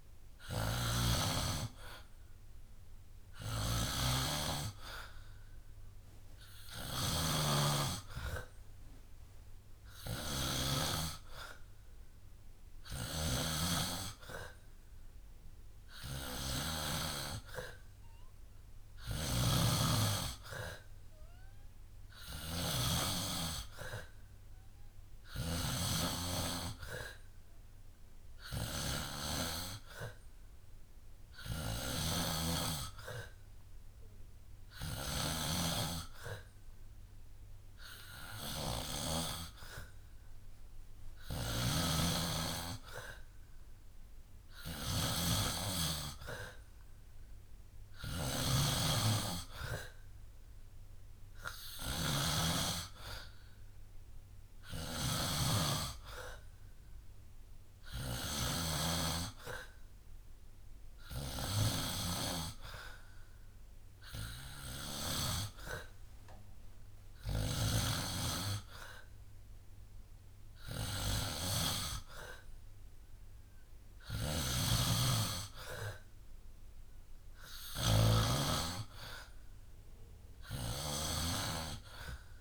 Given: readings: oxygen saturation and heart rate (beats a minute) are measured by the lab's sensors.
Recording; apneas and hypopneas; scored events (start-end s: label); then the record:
breathing in sleep by a room microphone; none
0.00-10.00 s: drop in pulse transit time (device-marked, heart rate 67 extreme)
0.00-10.50 s: snoring (device-marked)
12.50-65.00 s: snoring (device-marked)
67.00-82.41 s: snoring (device-marked)
From the record:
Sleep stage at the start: N2 (light sleep); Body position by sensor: on the back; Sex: male